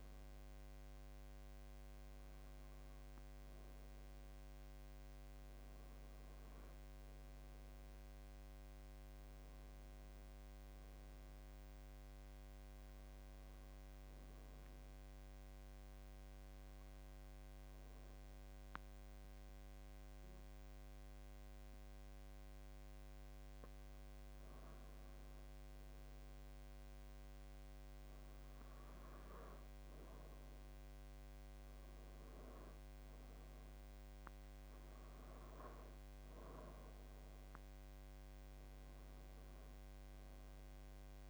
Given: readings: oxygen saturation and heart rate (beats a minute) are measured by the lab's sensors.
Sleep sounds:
breathing in sleep, hard to hear, by a microphone on the trachea; 1
13.00-23.50 s: obstructive apnea (oxygen 95% before, 89% lowest, heart rate 84 before, 80 extreme, up 5 after)
25.00-28.50 s: arousal
From the record:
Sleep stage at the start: N2 (light sleep); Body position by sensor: on the back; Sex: male

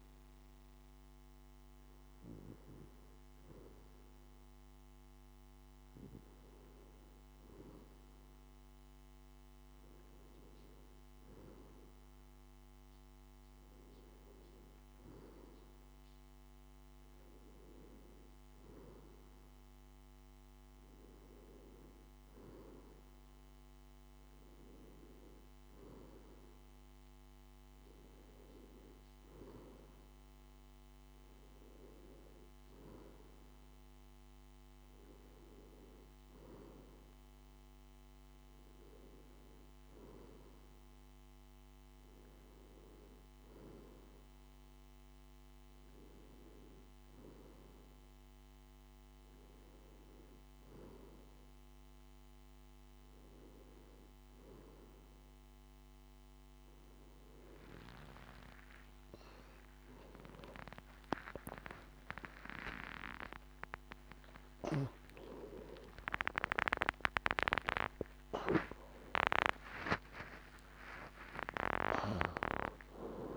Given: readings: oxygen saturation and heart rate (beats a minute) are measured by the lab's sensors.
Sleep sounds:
breathing in sleep by a microphone on the trachea; none
68.50-73.36 s: new sleep stage, awake
From the record:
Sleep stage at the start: N2 (light sleep); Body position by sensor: on the back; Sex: male

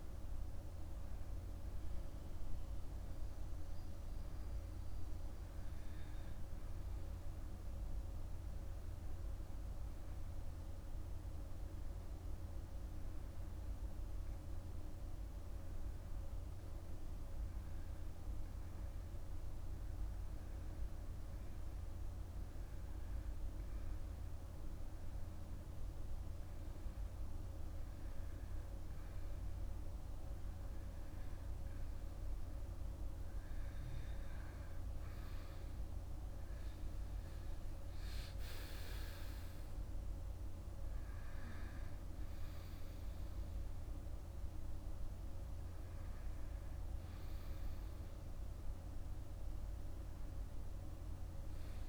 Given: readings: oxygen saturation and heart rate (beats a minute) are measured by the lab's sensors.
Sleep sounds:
breathing in sleep, hard to hear, by a room microphone; 1
6.00-31.50 s: hypopnea (oxygen 96% before, 91% lowest, heart rate 57 before, 49 extreme, up 18 after)
30.00-51.00 s: oxygen desaturation (device-marked, oxygen 96% before, 91% lowest, heart rate 52 before, 51 extreme)
33.50-38.00 s: arousal
From the record:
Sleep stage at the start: REM sleep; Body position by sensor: on the back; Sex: male

